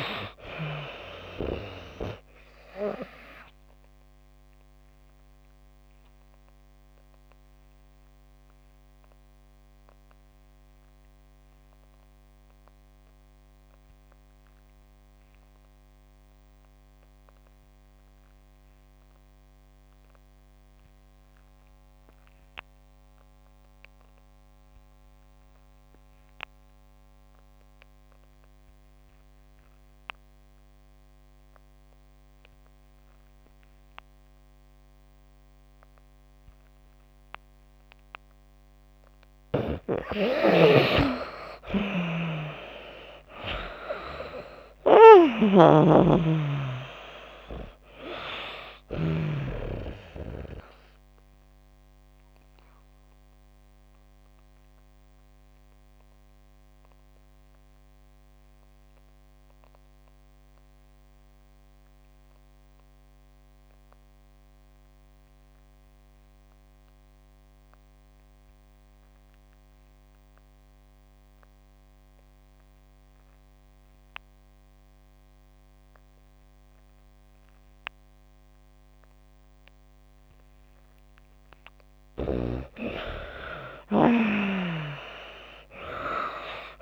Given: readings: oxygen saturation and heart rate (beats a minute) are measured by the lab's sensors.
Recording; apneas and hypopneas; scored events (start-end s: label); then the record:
breathing in sleep by a microphone on the trachea; 2
3.50-38.50 s: obstructive apnea (oxygen 96% before, 78% lowest)
4.00-27.00 s: oxygen desaturation (device-marked, oxygen 96% before, 84% lowest)
39.00-77.00 s: oxygen desaturation (device-marked, oxygen 96% before, 78% lowest)
40.00-49.00 s: snoring (device-marked)
40.50-44.00 s: arousal
51.00-81.50 s: obstructive apnea (oxygen 96% before, 78% lowest)
83.50-86.82 s: arousal
From the record:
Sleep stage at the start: N2 (light sleep); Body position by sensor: on the back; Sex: female